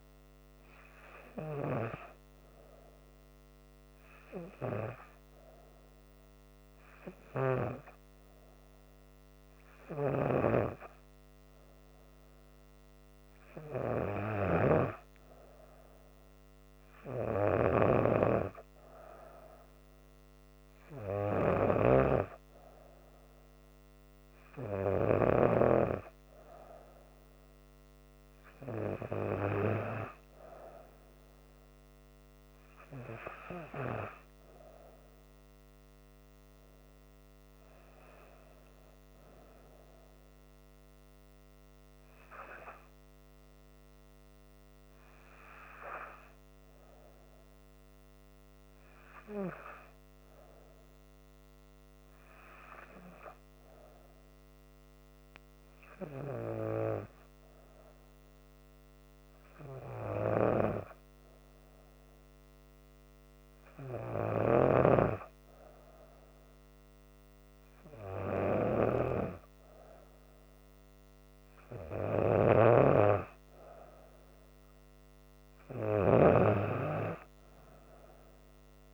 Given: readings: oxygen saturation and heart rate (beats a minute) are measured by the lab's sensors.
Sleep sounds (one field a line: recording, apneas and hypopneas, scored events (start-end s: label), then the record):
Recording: breathing in sleep by a microphone on the trachea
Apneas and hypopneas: 2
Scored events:
3.00-15.00 s: hypopnea (oxygen 96% before, 93% lowest, heart rate 69 before, 68 extreme, up 4 after)
16.50-19.50 s: arousal
17.50-25.50 s: snoring (device-marked)
42.50-71.00 s: hypopnea (oxygen 95% before, 93% lowest, heart rate 72 before, 68 extreme, up 1 after)
72.00-78.94 s: snoring (device-marked)
73.50-76.50 s: arousal
From the record:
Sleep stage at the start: N2 (light sleep)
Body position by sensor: on the back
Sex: female